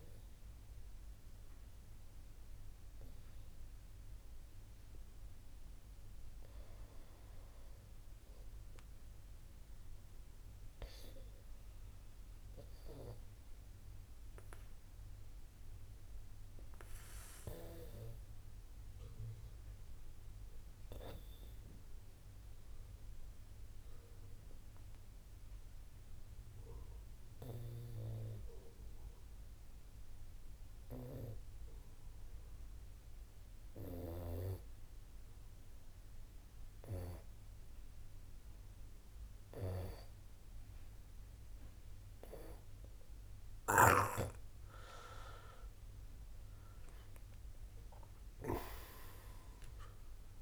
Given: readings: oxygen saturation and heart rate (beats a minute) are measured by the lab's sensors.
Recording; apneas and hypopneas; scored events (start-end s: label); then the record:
breathing in sleep by a room microphone; 1
0.00-13.00 s: oxygen desaturation (device-marked, oxygen 88% lowest, heart rate 43 extreme)
12.50-43.50 s: obstructive apnea (oxygen 95% before, 85% lowest, heart rate 58 before, 53 extreme, up 23 after)
33.00-50.42 s: oxygen desaturation (device-marked, oxygen 97% before, 85% lowest, heart rate 59 before, 53 extreme)
45.50-50.00 s: arousal
From the record:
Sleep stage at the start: N2 (light sleep); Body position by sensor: on the back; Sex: male